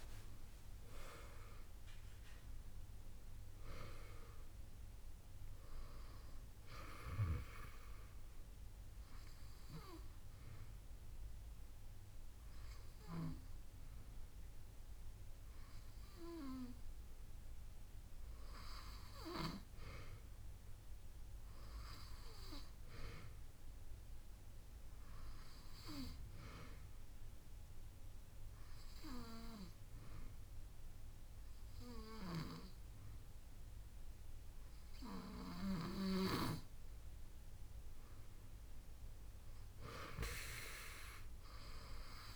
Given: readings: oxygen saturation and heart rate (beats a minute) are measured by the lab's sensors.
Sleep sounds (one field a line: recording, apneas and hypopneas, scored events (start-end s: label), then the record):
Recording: breathing in sleep by a room microphone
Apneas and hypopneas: 2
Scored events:
0.00-3.50 s: arousal
7.50-17.50 s: obstructive apnea (oxygen 94% before, 92% lowest)
19.50-23.00 s: arousal
27.00-37.00 s: obstructive apnea (oxygen 97% before, 90% lowest)
39.00-42.36 s: arousal
From the record:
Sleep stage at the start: N2 (light sleep)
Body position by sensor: on the back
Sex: female